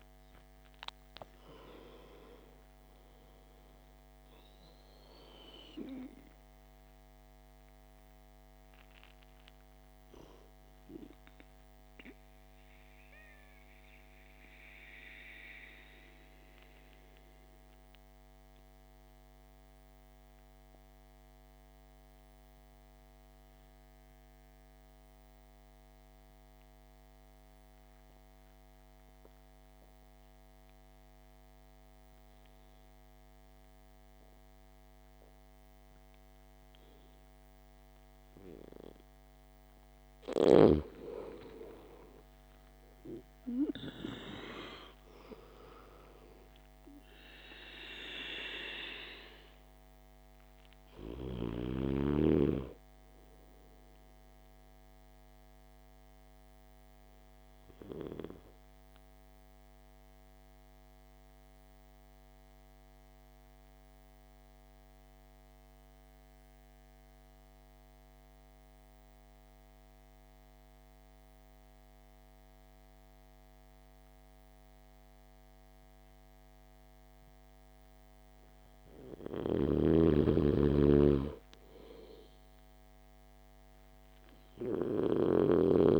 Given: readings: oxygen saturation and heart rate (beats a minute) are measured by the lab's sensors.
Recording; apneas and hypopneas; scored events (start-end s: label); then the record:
breathing in sleep by a microphone on the trachea; 2
0.00-2.50 s: arousal
0.00-7.50 s: oxygen desaturation (device-marked, oxygen 87% lowest, heart rate 51 extreme)
5.50-40.00 s: mixed apnea (oxygen 96% before, 83% lowest, heart rate 62 before, 51 extreme, up 11 after)
15.50-29.50 s: oxygen desaturation (device-marked, oxygen 89% before, 86% lowest, heart rate 63 before, 53 extreme)
42.00-46.50 s: arousal
43.50-78.50 s: oxygen desaturation (device-marked, oxygen 99% before, 83% lowest, heart rate 57 before, 51 extreme)
58.50-78.50 s: central apnea (oxygen 99% before, 83% lowest, heart rate 60 before, 51 extreme, up 8 after)
79.50-86.00 s: snoring (device-marked)
81.00-84.00 s: arousal
From the record:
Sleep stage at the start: N2 (light sleep); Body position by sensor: on the back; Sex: male